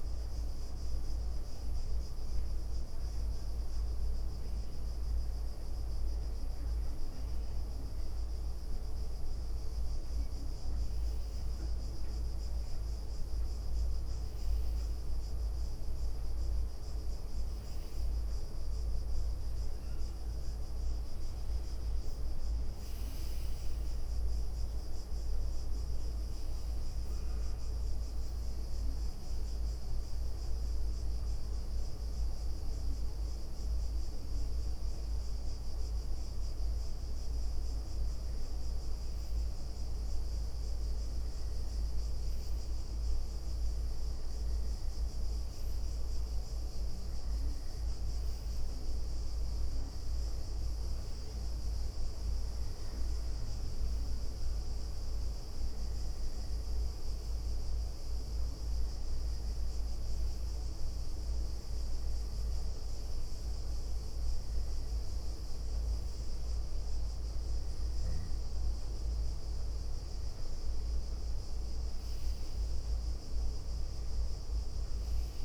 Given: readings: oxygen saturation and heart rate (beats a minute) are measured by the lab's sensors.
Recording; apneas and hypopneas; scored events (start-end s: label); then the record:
breathing in sleep, hard to hear, by a room microphone; none
0.00-2.00 s: leg movement (device-marked)
2.50-5.00 s: leg movement (device-marked)
5.50-7.50 s: leg movement (device-marked)
8.50-11.00 s: leg movement (device-marked)
12.00-15.00 s: leg movement (device-marked)
27.00-75.45 s: new sleep stage, N2 (light sleep)
35.00-36.00 s: leg movement (device-marked)
37.00-39.00 s: leg movement (device-marked)
40.50-43.00 s: leg movement (device-marked)
47.50-55.50 s: leg movement (device-marked)
58.50-60.50 s: leg movement (device-marked)
61.50-66.00 s: leg movement (device-marked)
67.50-75.45 s: leg movement (device-marked)
From the record:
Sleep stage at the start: N1 (lightest sleep); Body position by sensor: on the right side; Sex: female